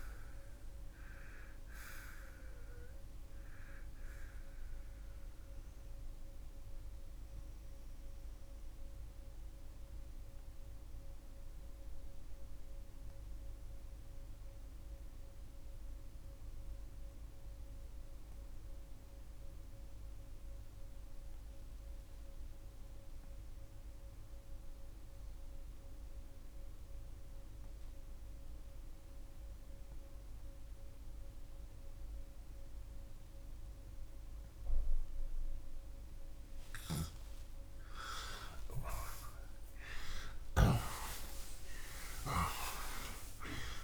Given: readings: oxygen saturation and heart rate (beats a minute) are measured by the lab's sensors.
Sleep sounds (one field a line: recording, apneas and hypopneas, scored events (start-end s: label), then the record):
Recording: breathing in sleep by a room microphone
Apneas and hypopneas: 1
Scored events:
7.00-36.50 s: mixed apnea (oxygen 95% before, 83% lowest)
16.00-36.00 s: oxygen desaturation (device-marked, oxygen 95% before, 84% lowest)
38.00-43.84 s: arousal
From the record:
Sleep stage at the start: N2 (light sleep)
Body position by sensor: on the back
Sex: male